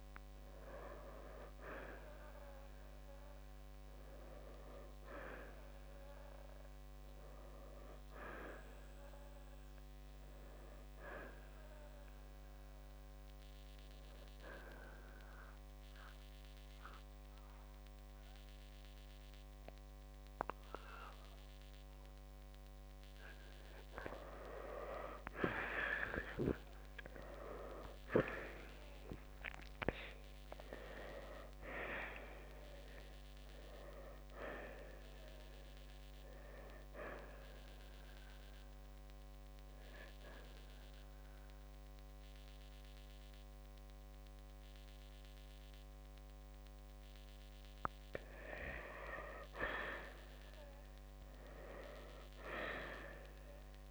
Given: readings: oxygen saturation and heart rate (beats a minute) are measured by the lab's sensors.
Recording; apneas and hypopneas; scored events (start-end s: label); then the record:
breathing in sleep by a microphone on the trachea; 2
6.00-9.50 s: arousal
9.50-17.50 s: oxygen desaturation (device-marked, oxygen 92% before, 87% lowest, heart rate 68 before, 56 extreme)
13.00-25.00 s: hypopnea (oxygen 92% before, 86% lowest, heart rate 68 before, 56 extreme, up 13 after)
27.00-31.50 s: arousal
37.50-48.50 s: hypopnea (oxygen 95% before, 86% lowest, heart rate 62 before, 57 extreme, up 3 after)
47.50-53.91 s: oxygen desaturation (device-marked, oxygen 94% before, 86% lowest, heart rate 65 before, 57 extreme)
50.00-53.91 s: arousal
From the record:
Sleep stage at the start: N2 (light sleep); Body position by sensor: on the right side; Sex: male